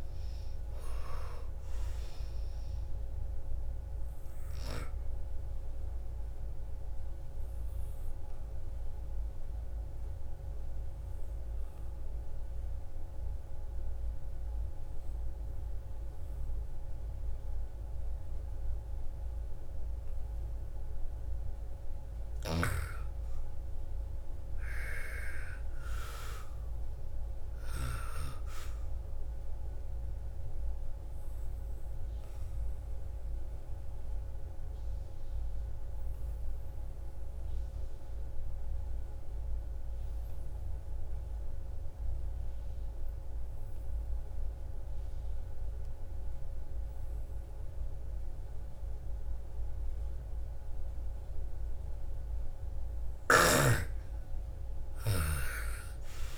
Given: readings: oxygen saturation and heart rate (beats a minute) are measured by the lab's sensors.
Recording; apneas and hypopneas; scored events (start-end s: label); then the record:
breathing in sleep by a room microphone; 2
0.00-11.00 s: oxygen desaturation (device-marked, oxygen 85% lowest, heart rate 56 extreme)
5.50-21.50 s: obstructive apnea (oxygen 97% before, 83% lowest, heart rate 59 before, 55 extreme, up 12 after)
22.00-27.50 s: arousal
26.00-43.00 s: oxygen desaturation (device-marked, oxygen 99% before, 89% lowest, heart rate 58 before, 54 extreme)
31.00-52.00 s: obstructive apnea (oxygen 99% before, 83% lowest, heart rate 59 before, 53 extreme, up 13 after)
53.00-56.38 s: arousal
53.00-56.38 s: oxygen desaturation (device-marked, oxygen 98% before, 83% lowest, heart rate 56 before, 53 extreme)
From the record:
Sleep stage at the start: N2 (light sleep); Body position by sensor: on the back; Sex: female